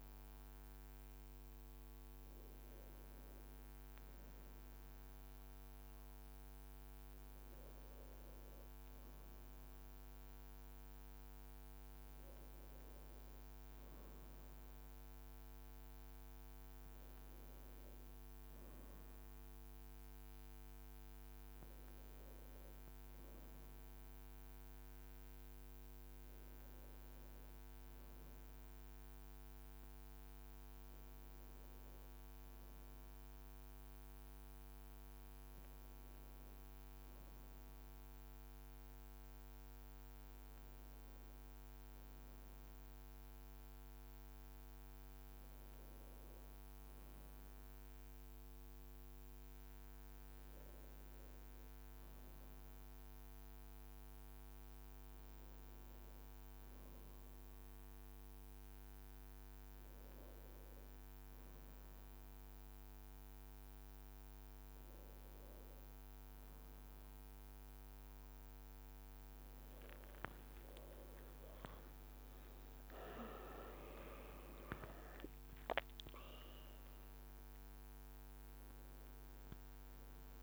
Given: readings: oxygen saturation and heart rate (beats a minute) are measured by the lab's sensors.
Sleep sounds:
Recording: breathing in sleep, hard to hear, by a microphone on the trachea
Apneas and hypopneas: none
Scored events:
none scored
From the record:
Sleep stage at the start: N2 (light sleep)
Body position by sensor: on the back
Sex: male

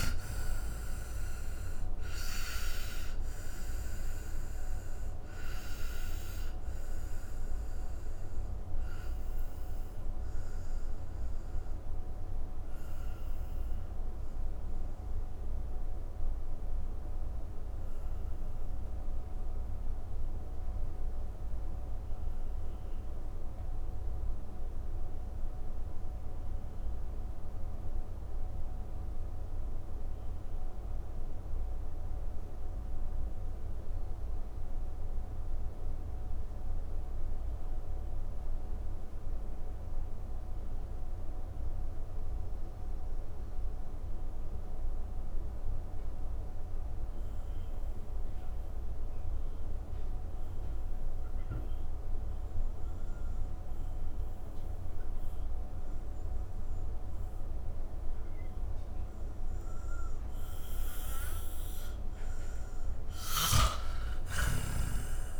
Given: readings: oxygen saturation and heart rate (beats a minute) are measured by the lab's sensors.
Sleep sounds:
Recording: breathing in sleep, hard to hear, by a room microphone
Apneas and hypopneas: 1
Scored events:
0.00-35.50 s: oxygen desaturation (device-marked, oxygen 79% lowest, heart rate 32 extreme)
5.50-61.00 s: mixed apnea (oxygen 96% before, 79% lowest, heart rate 74 before, 32 extreme)
57.50-65.40 s: oxygen desaturation (device-marked, oxygen 98% before, 79% lowest, heart rate 97 before, 54 extreme)
62.50-65.40 s: snoring (device-marked)
63.00-65.40 s: arousal
From the record:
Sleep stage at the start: N2 (light sleep)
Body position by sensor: on the back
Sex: male

